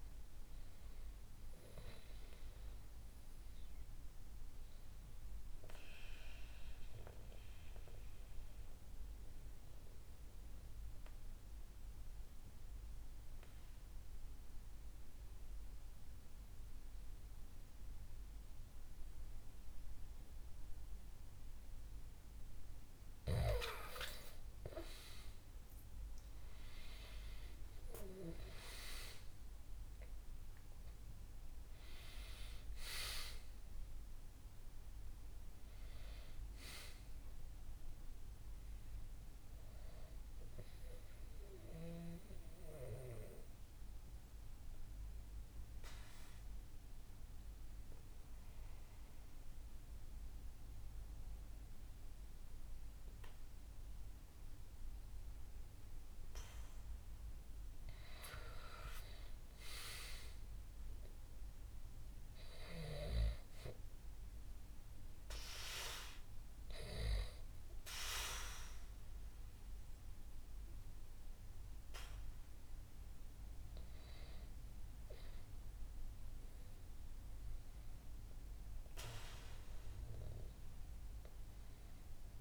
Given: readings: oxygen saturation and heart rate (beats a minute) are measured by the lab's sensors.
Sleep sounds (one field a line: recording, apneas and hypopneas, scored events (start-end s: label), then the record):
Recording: breathing in sleep by a room microphone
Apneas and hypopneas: 2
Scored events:
5.00-23.50 s: mixed apnea (oxygen 98% before, 93% lowest, heart rate 67 before, 63 extreme, up 8 after)
26.00-52.00 s: oxygen desaturation (device-marked, oxygen 98% before, 93% lowest, heart rate 66 before, 63 extreme)
26.50-31.00 s: arousal
41.50-57.50 s: mixed apnea (oxygen 98% before, 93% lowest, heart rate 70 before, 63 extreme, up 3 after)
58.00-61.50 s: arousal
From the record:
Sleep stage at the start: N2 (light sleep)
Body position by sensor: on the back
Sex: male